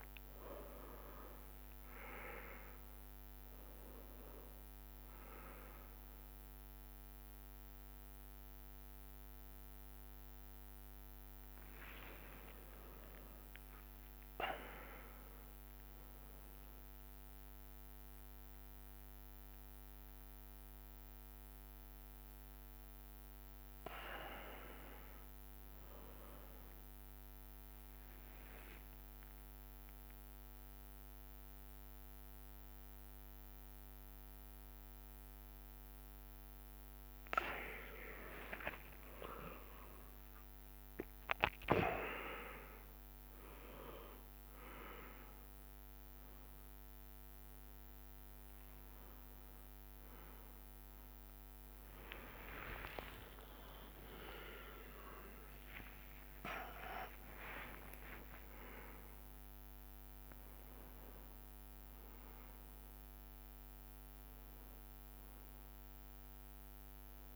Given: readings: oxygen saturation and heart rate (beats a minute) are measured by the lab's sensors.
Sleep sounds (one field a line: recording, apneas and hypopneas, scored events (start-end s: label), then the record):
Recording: a person awake in a sleep study, by a microphone on the trachea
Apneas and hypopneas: none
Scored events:
0.00-1.00 s: long interval between heartbeats (device-marked, heart rate 74 extreme)
0.00-4.00 s: tachycardia (device-marked, heart rate 113 extreme)
1.00-3.00 s: long interval between heartbeats (device-marked, heart rate 72 before, 105 extreme)
4.00-26.00 s: drop in pulse transit time (device-marked, heart rate 78 before, 69 extreme)
25.00-30.00 s: tachycardia (device-marked, heart rate 73 before, 104 extreme)
28.00-30.00 s: long interval between heartbeats (device-marked, heart rate 73 before, 102 extreme)
36.00-42.00 s: tachycardia (device-marked, heart rate 73 before, 126 extreme)
39.00-41.00 s: long interval between heartbeats (device-marked, heart rate 81 before, 114 extreme)
39.00-47.00 s: drop in pulse transit time (device-marked, heart rate 81 before, 76 extreme)
49.50-51.50 s: long interval between heartbeats (device-marked, heart rate 95 before, 88 extreme)
50.00-52.00 s: tachycardia (device-marked, heart rate 74 before, 88 extreme)
53.00-59.00 s: tachycardia (device-marked, heart rate 74 before, 123 extreme)
55.00-65.00 s: drop in pulse transit time (device-marked, heart rate 96 before, 77 extreme)
56.00-58.00 s: long interval between heartbeats (device-marked, heart rate 97 before, 102 extreme)
58.00-60.00 s: long interval between heartbeats (device-marked, heart rate 101 before, 114 extreme)
From the record:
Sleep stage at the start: awake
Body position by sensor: on the back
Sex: male